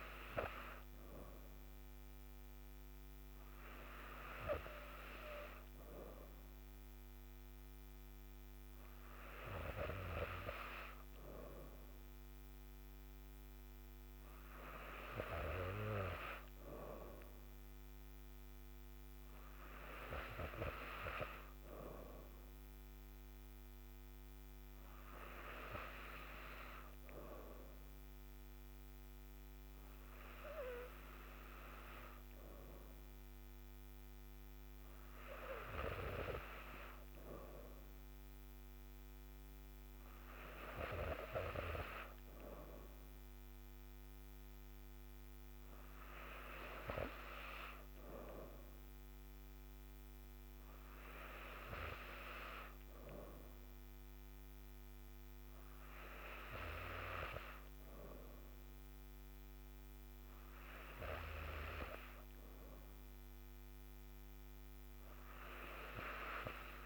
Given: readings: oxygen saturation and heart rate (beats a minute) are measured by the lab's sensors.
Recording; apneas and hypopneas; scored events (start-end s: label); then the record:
breathing in sleep by a microphone on the trachea; none
none scored
From the record:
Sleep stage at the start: N3 (deep sleep); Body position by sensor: on the back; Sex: female